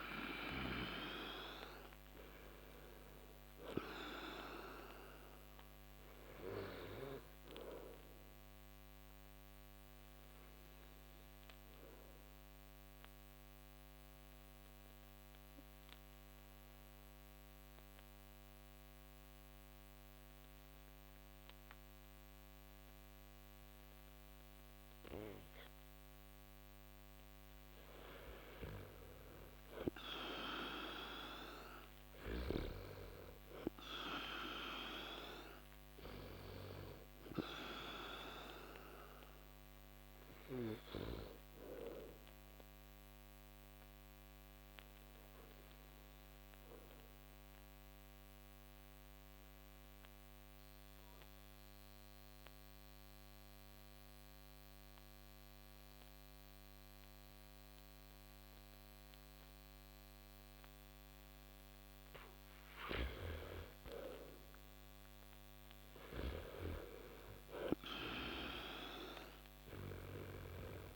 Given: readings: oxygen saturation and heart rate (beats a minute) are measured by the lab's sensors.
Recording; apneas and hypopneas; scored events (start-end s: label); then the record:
breathing in sleep by a microphone on the trachea; 2
2.50-28.50 s: oxygen desaturation (device-marked, oxygen 96% before, 88% lowest)
7.50-25.50 s: obstructive apnea (oxygen 96% before, 88% lowest)
27.50-31.50 s: arousal
43.00-62.00 s: obstructive apnea (oxygen 97% before, 88% lowest)
44.50-56.50 s: oxygen desaturation (device-marked, oxygen 96% before, 89% lowest)
64.50-67.50 s: arousal
From the record:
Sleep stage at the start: N2 (light sleep); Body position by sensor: on the back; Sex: male